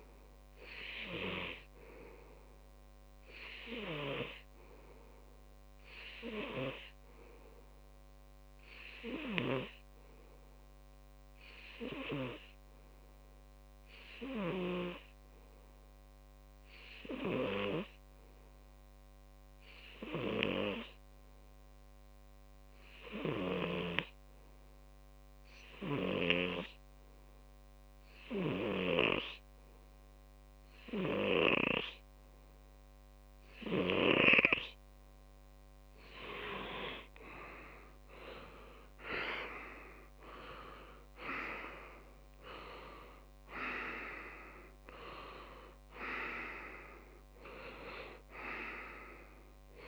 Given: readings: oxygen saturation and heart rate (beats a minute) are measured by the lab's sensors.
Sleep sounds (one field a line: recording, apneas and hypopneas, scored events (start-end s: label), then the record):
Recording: breathing in sleep by a microphone on the trachea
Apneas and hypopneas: 1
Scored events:
8.00-35.00 s: obstructive apnea (oxygen 99% before, 95% lowest)
39.00-43.00 s: arousal
From the record:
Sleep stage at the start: N2 (light sleep)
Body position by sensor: on the back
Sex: male